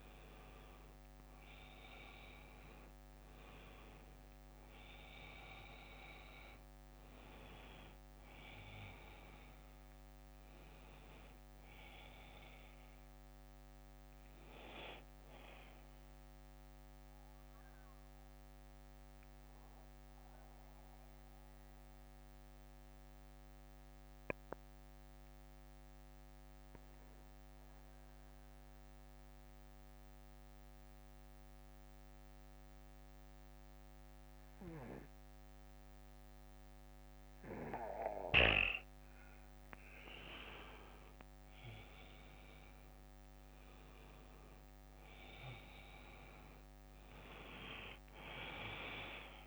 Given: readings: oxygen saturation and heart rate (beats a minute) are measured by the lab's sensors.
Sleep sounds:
breathing in sleep by a microphone on the trachea; 1
0.00-1.00 s: arousal
4.50-30.50 s: oxygen desaturation (device-marked, oxygen 97% before, 90% lowest, heart rate 58 before, 48 extreme)
10.50-24.50 s: bradycardia (device-marked, heart rate 60 before, 48 extreme)
17.50-38.00 s: central apnea (oxygen 97% before, 90% lowest, heart rate 64 before, 50 extreme, up 14 after)
30.50-36.50 s: bradycardia (device-marked, heart rate 60 before, 56 extreme)
41.00-45.00 s: arousal
46.50-49.47 s: oxygen desaturation (device-marked, oxygen 97% before, 94% lowest, heart rate 63 before, 50 extreme)
47.50-49.47 s: bradycardia (device-marked, heart rate 60 before, 50 extreme)
From the record:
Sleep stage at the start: N2 (light sleep); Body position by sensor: on the back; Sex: male

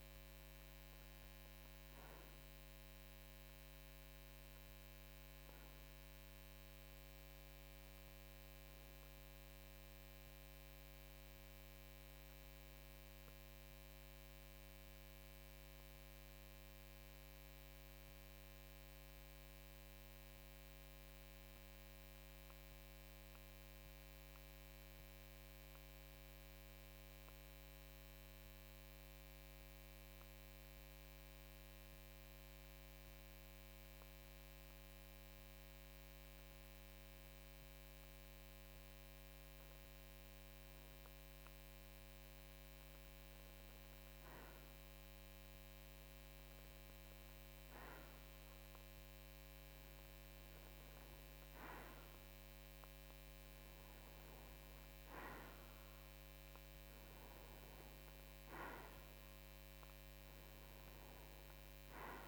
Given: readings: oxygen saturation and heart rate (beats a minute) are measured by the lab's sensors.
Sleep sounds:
breathing in sleep, hard to hear, by a microphone on the trachea; 1
15.50-35.00 s: obstructive apnea (oxygen 94% before, 92% lowest, heart rate 54 before, 51 extreme, up 3 after)
38.50-43.00 s: arousal
From the record:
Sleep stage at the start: N2 (light sleep); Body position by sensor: on the right side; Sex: male

